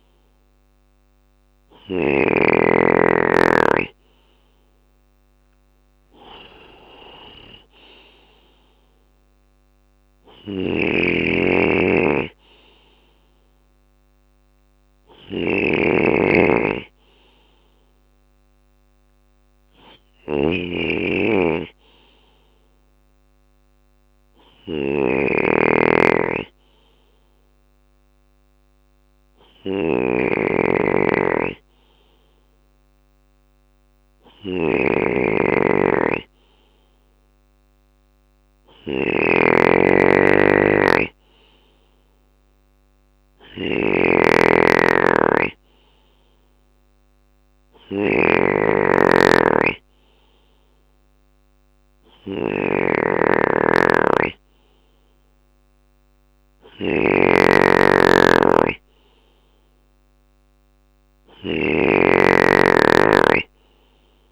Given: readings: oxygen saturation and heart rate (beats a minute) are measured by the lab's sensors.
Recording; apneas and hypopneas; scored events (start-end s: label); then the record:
breathing in sleep by a microphone on the trachea; none
0.00-1.00 s: snoring (device-marked)
4.50-16.50 s: drop in pulse transit time (device-marked, heart rate 62 before, 59 extreme)
9.50-64.32 s: snoring (device-marked)
12.50-14.50 s: bradycardia (device-marked, heart rate 63 before, 59 extreme)
55.50-60.50 s: bradycardia (device-marked, heart rate 63 before, 59 extreme)
From the record:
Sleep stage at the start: N2 (light sleep); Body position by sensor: on the left side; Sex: male